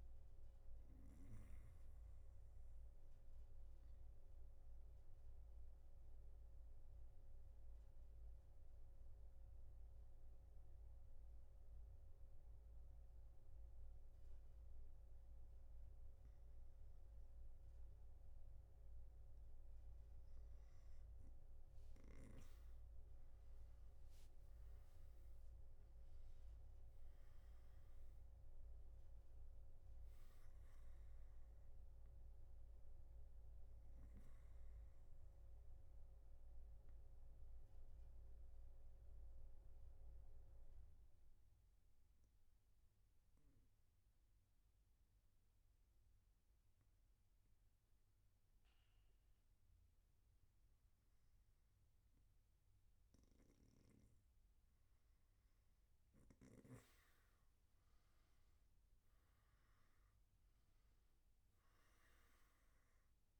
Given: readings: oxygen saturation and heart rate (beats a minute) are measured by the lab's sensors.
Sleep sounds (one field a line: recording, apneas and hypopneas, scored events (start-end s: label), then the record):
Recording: breathing in sleep, hard to hear, by a room microphone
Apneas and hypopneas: 2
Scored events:
2.00-20.00 s: mixed apnea (oxygen 96% before, 92% lowest, heart rate 117 before, 108 extreme, up 1 after)
39.00-54.00 s: obstructive apnea (oxygen 96% before, 93% lowest, heart rate 114 before, 103 extreme, up 0 after)
From the record:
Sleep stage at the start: N3 (deep sleep)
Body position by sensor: on the back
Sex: male